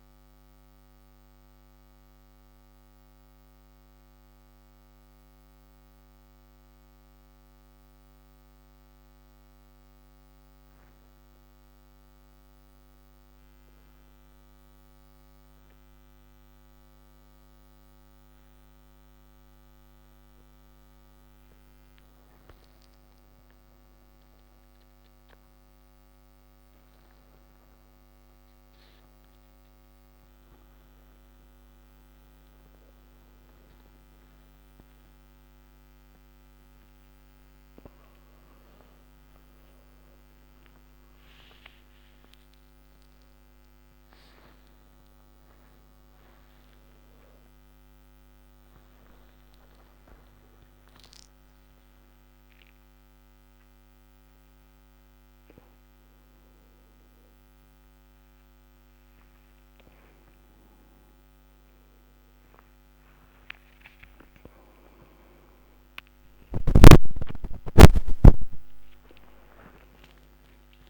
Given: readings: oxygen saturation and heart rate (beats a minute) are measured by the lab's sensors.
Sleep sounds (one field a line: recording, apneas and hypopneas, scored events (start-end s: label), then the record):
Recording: breathing in sleep by a microphone on the trachea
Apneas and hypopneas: none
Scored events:
none scored
From the record:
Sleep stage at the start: N3 (deep sleep)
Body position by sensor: upright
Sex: male